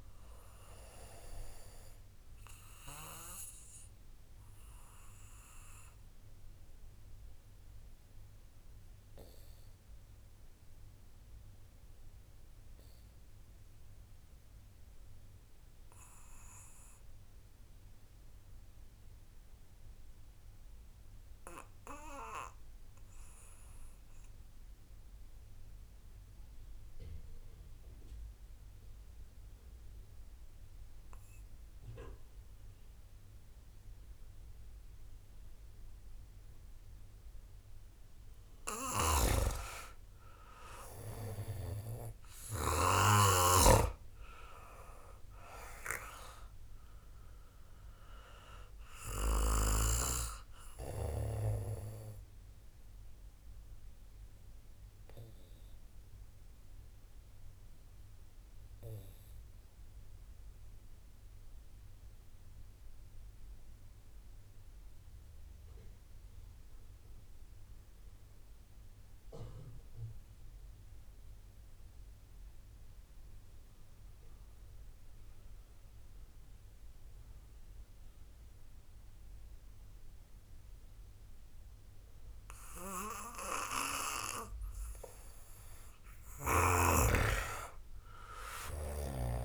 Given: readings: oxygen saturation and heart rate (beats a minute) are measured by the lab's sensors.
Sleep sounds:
breathing in sleep by a room microphone; 2
0.00-12.00 s: oxygen desaturation (device-marked, oxygen 79% lowest)
3.50-38.00 s: mixed apnea (oxygen 91% before, 79% lowest, heart rate 43 before, 28 extreme, up 4 after)
30.00-64.00 s: oxygen desaturation (device-marked, oxygen 97% before, 83% lowest, heart rate 74 before, 28 extreme)
39.00-44.00 s: snoring (device-marked)
39.50-44.50 s: arousal
54.00-84.50 s: obstructive apnea (oxygen 96% before, 79% lowest, heart rate 53 before, 39 extreme, up 4 after)
81.00-89.45 s: oxygen desaturation (device-marked, oxygen 96% before, 86% lowest, heart rate 70 before, 39 extreme)
86.50-89.45 s: arousal
From the record:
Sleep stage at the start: REM sleep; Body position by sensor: on the back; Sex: male

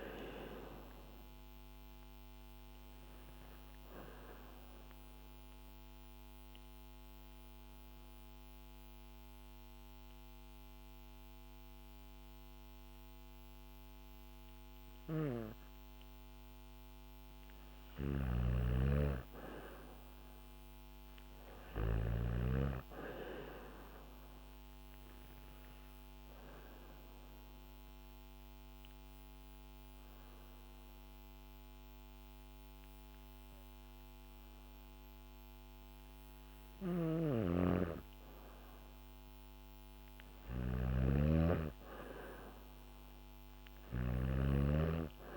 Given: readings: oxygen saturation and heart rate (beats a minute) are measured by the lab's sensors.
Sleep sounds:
breathing in sleep by a microphone on the trachea; 2
1.50-16.50 s: oxygen desaturation (device-marked, oxygen 95% before, 91% lowest, heart rate 71 before, 65 extreme)
4.00-17.00 s: mixed apnea (oxygen 95% before, 91% lowest, heart rate 71 before, 65 extreme, up 4 after)
17.50-21.50 s: snoring (device-marked)
18.00-20.50 s: arousal
25.50-38.00 s: obstructive apnea (oxygen 97% before, 92% lowest, heart rate 68 before, 67 extreme, up 1 after)
26.50-35.50 s: oxygen desaturation (device-marked, oxygen 97% before, 93% lowest, heart rate 68 before, 67 extreme)
36.00-45.37 s: snoring (device-marked)
40.00-43.50 s: arousal
From the record:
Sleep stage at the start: N2 (light sleep); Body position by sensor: on the back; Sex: female

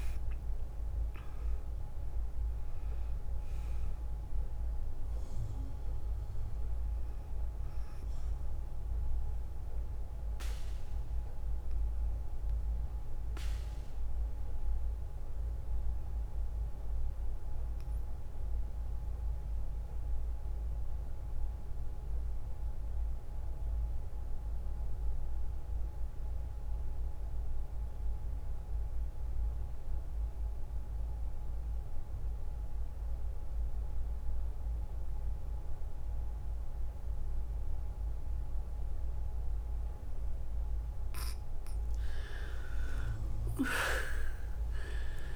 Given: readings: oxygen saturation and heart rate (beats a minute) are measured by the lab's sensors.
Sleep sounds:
breathing in sleep by a room microphone; 1
0.00-18.50 s: oxygen desaturation (device-marked, oxygen 84% lowest, heart rate 56 extreme)
14.00-41.00 s: obstructive apnea (oxygen 97% before, 83% lowest, heart rate 64 before, 56 extreme, up 4 after)
36.50-45.36 s: oxygen desaturation (device-marked, oxygen 100% before, 83% lowest, heart rate 59 before, 57 extreme)
42.50-45.36 s: arousal
From the record:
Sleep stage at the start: N2 (light sleep); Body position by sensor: on the back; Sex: female

